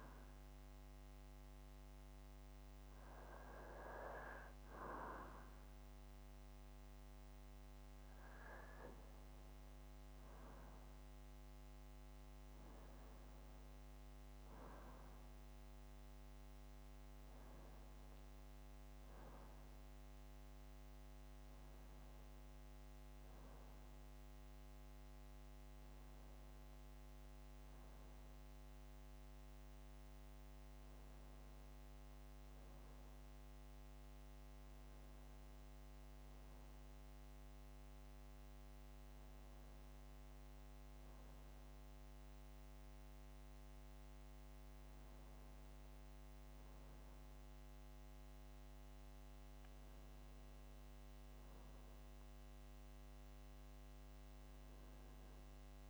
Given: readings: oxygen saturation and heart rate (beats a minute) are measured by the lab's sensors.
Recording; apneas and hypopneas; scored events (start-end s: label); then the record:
breathing in sleep, hard to hear, by a microphone on the trachea; none
none scored
From the record:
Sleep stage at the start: N2 (light sleep); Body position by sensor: on the back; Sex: male